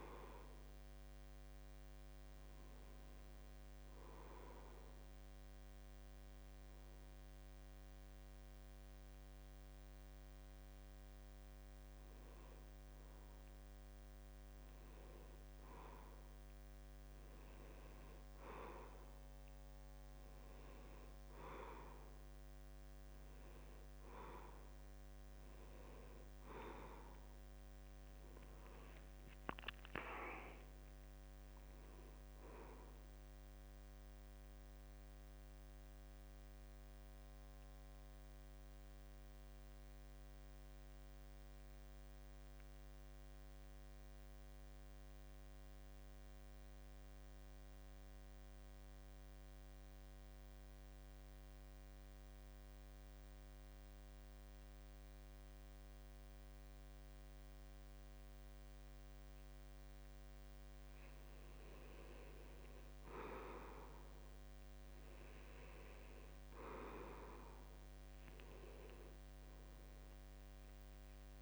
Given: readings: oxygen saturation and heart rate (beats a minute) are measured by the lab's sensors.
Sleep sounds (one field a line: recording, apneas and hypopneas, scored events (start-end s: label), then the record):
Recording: breathing in sleep by a microphone on the trachea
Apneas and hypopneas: 2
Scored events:
4.50-15.00 s: hypopnea (oxygen 94% before, 84% lowest, heart rate 72 before, 67 extreme, up 7 after)
17.50-21.00 s: arousal
35.00-60.50 s: central apnea (oxygen 94% before, 84% lowest, heart rate 73 before, 67 extreme, up 6 after)
56.00-71.42 s: oxygen desaturation (device-marked, oxygen 94% before, 84% lowest, heart rate 69 before, 72 extreme)
63.00-67.00 s: arousal
From the record:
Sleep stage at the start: N2 (light sleep)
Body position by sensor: on the back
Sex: male